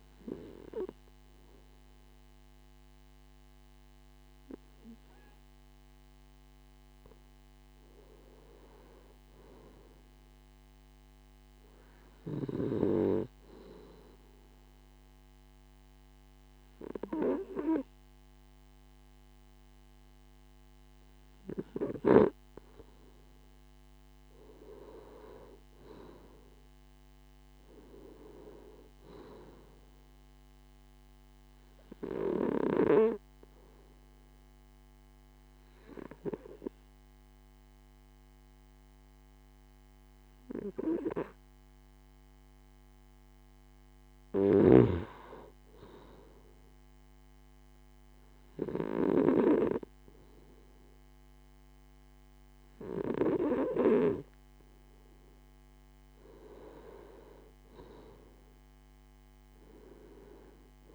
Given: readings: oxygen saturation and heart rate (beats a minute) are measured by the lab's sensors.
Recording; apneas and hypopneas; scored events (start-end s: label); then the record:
breathing in sleep by a microphone on the trachea; 2
13.00-23.50 s: obstructive apnea (oxygen 96% before, 93% lowest, heart rate 56 before, 38 extreme, up 31 after)
32.00-44.00 s: obstructive apnea (oxygen 95% before, 93% lowest, heart rate 55 before, 40 extreme, up 38 after)
45.50-49.00 s: arousal
From the record:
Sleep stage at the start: N2 (light sleep); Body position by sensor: on the left side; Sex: male